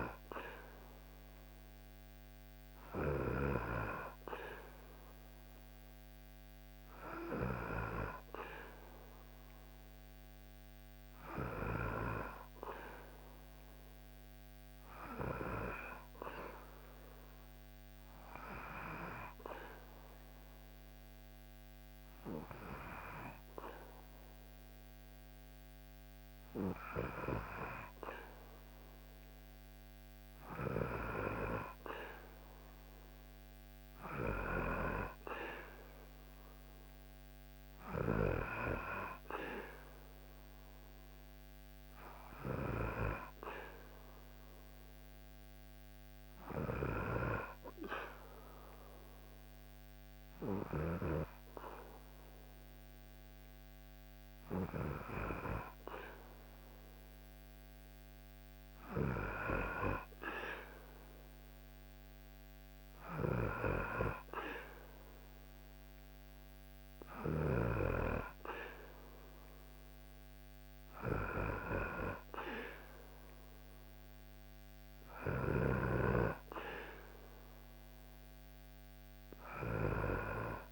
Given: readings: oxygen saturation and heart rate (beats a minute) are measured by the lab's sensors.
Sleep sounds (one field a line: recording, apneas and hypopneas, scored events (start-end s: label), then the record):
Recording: breathing in sleep by a microphone on the trachea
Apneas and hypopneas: 2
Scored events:
12.00-15.50 s: arousal
18.00-29.00 s: obstructive apnea (oxygen 96% before, 95% lowest, heart rate 72 before, 69 extreme, up 0 after)
31.00-36.50 s: arousal
44.00-55.00 s: hypopnea (oxygen 96% before, 95% lowest, heart rate 71 before, 67 extreme, up 2 after)
56.50-61.50 s: arousal
From the record:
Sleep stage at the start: N2 (light sleep)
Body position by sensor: on the back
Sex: male